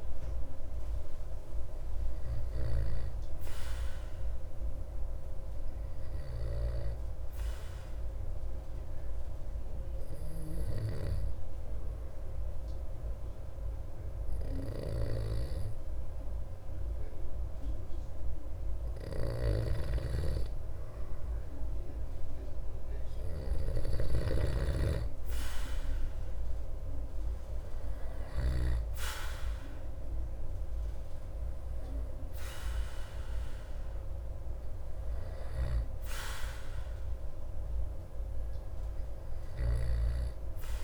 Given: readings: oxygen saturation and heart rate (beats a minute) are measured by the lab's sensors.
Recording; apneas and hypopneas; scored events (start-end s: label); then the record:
breathing in sleep by a room microphone; 1
5.00-20.00 s: obstructive apnea (oxygen 98% before, 94% lowest)
19.00-24.00 s: snoring (device-marked)
22.50-26.00 s: arousal
31.00-40.84 s: oxygen desaturation (device-marked, oxygen 97% before, 94% lowest)
From the record:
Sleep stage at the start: N2 (light sleep); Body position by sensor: on the back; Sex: male